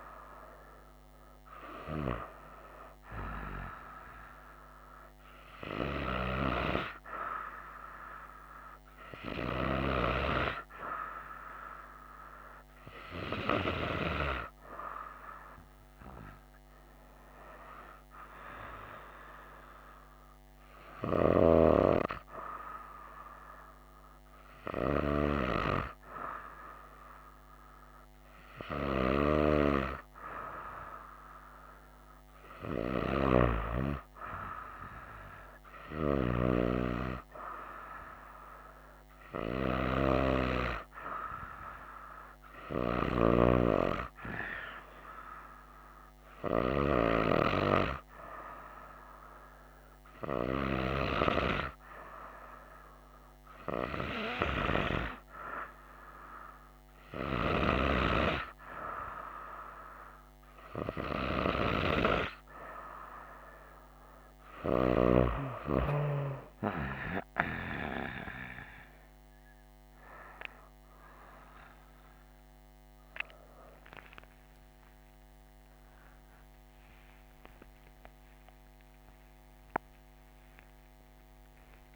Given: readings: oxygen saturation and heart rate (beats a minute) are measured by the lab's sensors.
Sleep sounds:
breathing in sleep by a microphone on the trachea; none
73.50-81.96 s: new sleep stage, N1 (lightest sleep)
75.00-81.96 s: arousal
From the record:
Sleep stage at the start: N2 (light sleep); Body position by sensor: on the right side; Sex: female

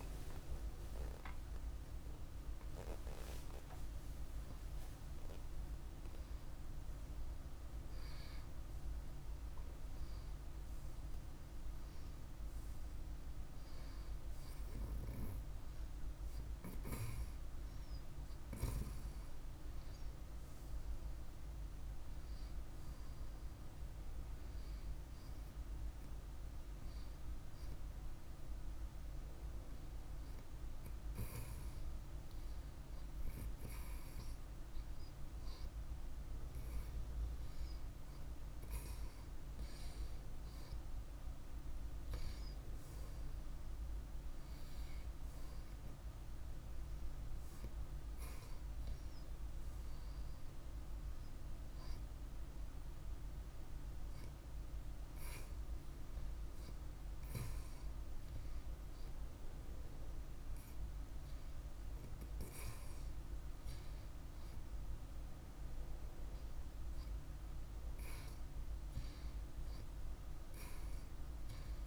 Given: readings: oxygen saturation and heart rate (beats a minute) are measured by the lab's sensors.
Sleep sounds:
a person awake in a sleep study, hard to hear, by a room microphone; none
none scored
From the record:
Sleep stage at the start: awake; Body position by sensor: on the right side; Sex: male

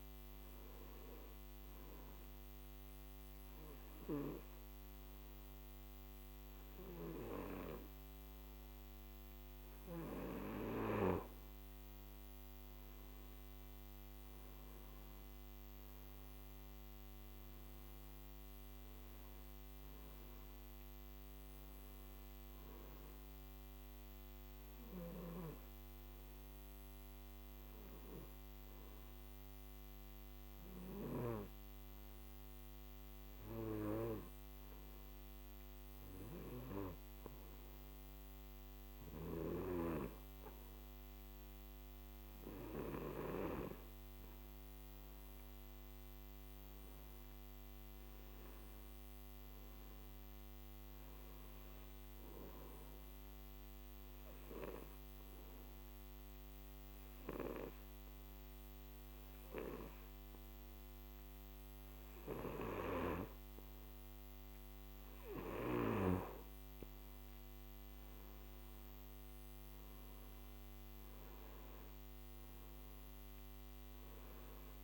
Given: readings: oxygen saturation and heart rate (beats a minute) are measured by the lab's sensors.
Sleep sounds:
breathing in sleep by a microphone on the trachea; 3
0.50-11.50 s: hypopnea (oxygen 96% before, 93% lowest, heart rate 58 before, 55 extreme, up 10 after)
14.00-17.50 s: arousal
28.50-42.00 s: hypopnea (oxygen 97% before, 92% lowest, heart rate 60 before, 53 extreme, up 10 after)
44.50-48.00 s: arousal
53.00-64.50 s: hypopnea (oxygen 97% before, 91% lowest, heart rate 58 before, 55 extreme, up 14 after)
67.00-71.00 s: arousal
70.50-74.84 s: oxygen desaturation (device-marked, oxygen 96% before, 92% lowest, heart rate 59 before, 55 extreme)
From the record:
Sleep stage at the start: N2 (light sleep); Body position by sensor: on the back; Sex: male

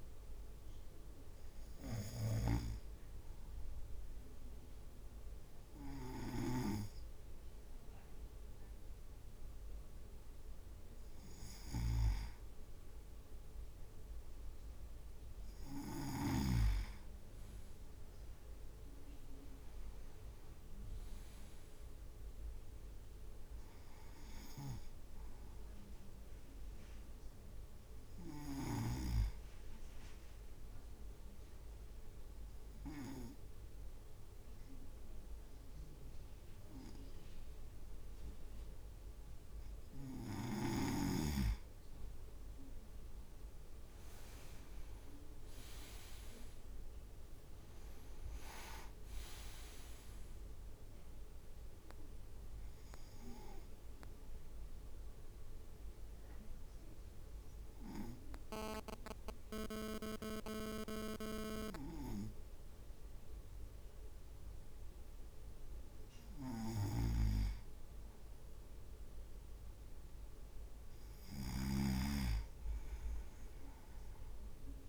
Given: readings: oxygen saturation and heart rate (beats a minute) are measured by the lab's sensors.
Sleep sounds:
breathing in sleep by a room microphone; 3
0.00-2.00 s: drop in pulse transit time (device-marked, heart rate 51 extreme)
1.00-12.00 s: obstructive apnea (oxygen 97% before, 97% lowest, heart rate 56 before, 51 extreme, up 4 after)
2.50-16.50 s: snoring (device-marked)
18.00-30.00 s: drop in pulse transit time (device-marked, heart rate 55 before, 51 extreme)
18.50-22.00 s: arousal
19.00-21.50 s: leg movement (device-marked)
30.50-41.00 s: obstructive apnea (oxygen 98% before, 97% lowest, heart rate 56 before, 52 extreme, up 6 after)
42.50-48.00 s: leg movement (device-marked)
43.50-48.00 s: arousal
46.00-60.00 s: drop in pulse transit time (device-marked, heart rate 54 before, 52 extreme)
54.00-65.00 s: obstructive apnea (oxygen 98% before, 96% lowest, heart rate 56 before, 52 extreme, up 4 after)
67.00-72.00 s: snoring (device-marked)
From the record:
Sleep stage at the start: N2 (light sleep); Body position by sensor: on the right side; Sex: male

